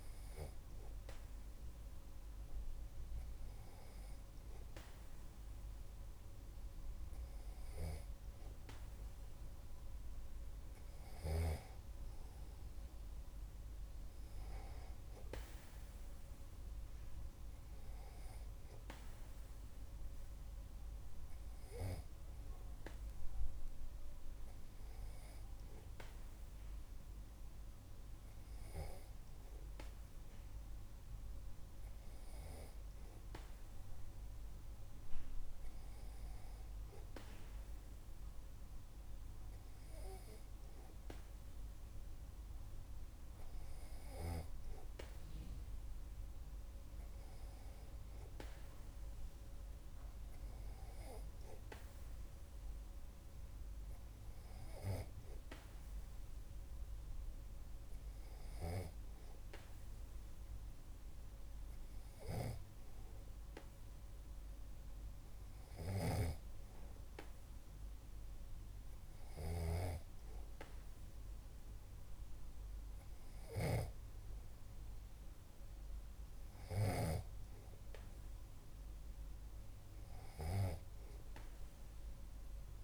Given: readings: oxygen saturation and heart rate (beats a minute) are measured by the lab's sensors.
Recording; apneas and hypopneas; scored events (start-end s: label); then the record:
breathing in sleep by a room microphone; none
66.00-74.00 s: snoring (device-marked)
From the record:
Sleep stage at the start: N2 (light sleep); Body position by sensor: on the back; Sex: male